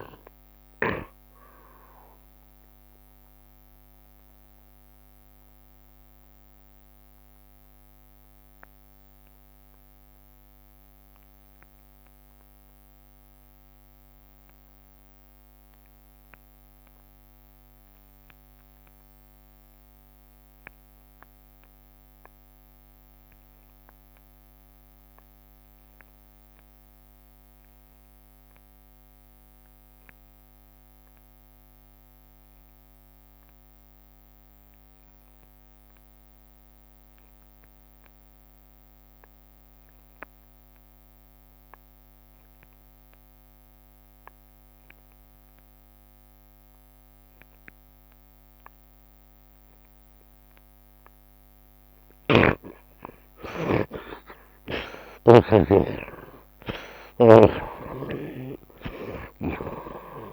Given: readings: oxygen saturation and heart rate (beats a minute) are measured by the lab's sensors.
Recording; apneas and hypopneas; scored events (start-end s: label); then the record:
breathing in sleep by a microphone on the trachea; 1
0.00-1.50 s: long interval between heartbeats (device-marked, heart rate 109 extreme)
0.00-3.50 s: tachycardia (device-marked, heart rate 110 extreme)
0.00-19.50 s: oxygen desaturation (device-marked, oxygen 54% lowest, heart rate 73 extreme)
1.50-3.50 s: long interval between heartbeats (device-marked, heart rate 98 before, 109 extreme)
2.00-52.50 s: mixed apnea (oxygen 65% before, 50% lowest, heart rate 98 before, 73 extreme)
21.50-60.33 s: oxygen desaturation (device-marked, oxygen 82% before, 50% lowest, heart rate 85 before, 72 extreme)
40.50-42.50 s: long interval between heartbeats (device-marked, heart rate 75 before, 85 extreme)
49.50-58.50 s: tachycardia (device-marked, heart rate 76 before, 146 extreme)
50.00-52.00 s: long interval between heartbeats (device-marked, heart rate 79 before, 84 extreme)
52.50-54.50 s: long interval between heartbeats (device-marked, heart rate 81 before, 107 extreme)
53.50-57.50 s: arousal
55.00-57.00 s: long interval between heartbeats (device-marked, heart rate 85 before, 138 extreme)
From the record:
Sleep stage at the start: N2 (light sleep); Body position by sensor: on the right side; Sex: male